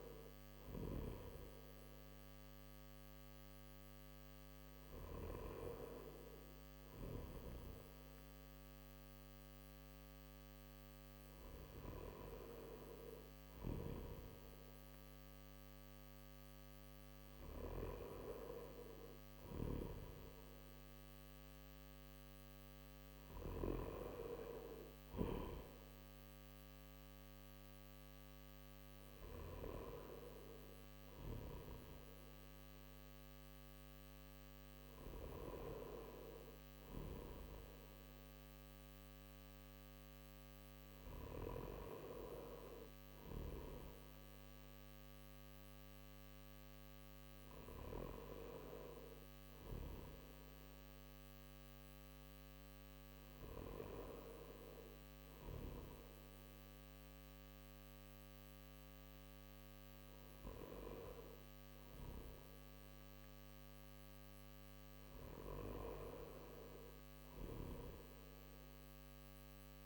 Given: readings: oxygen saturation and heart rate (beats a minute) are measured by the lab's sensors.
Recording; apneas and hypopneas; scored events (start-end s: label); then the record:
breathing in sleep by a microphone on the trachea; none
none scored
From the record:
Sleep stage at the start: N1 (lightest sleep); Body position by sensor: on the back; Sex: male